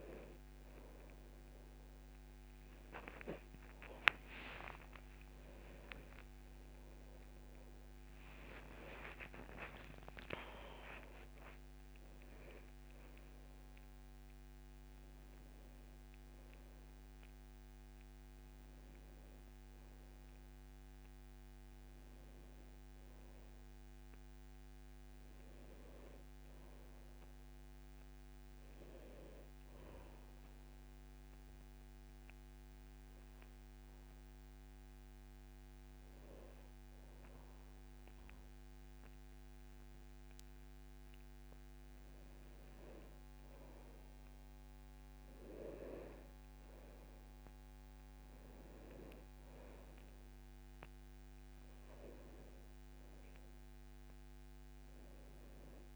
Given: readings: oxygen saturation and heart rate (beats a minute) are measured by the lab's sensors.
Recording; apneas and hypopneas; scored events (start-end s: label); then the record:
breathing in sleep by a microphone on the trachea; 1
4.50-9.00 s: arousal
10.50-40.50 s: new sleep stage, N1 (lightest sleep)
30.50-42.50 s: hypopnea (oxygen 99% before, 92% lowest, heart rate 88 before, 67 extreme, up 8 after)
40.50-55.96 s: new sleep stage, N2 (light sleep)
43.50-55.96 s: oxygen desaturation (device-marked, oxygen 99% before, 93% lowest, heart rate 73 before, 69 extreme)
44.50-48.50 s: arousal
From the record:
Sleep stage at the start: N2 (light sleep); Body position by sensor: on the back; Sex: male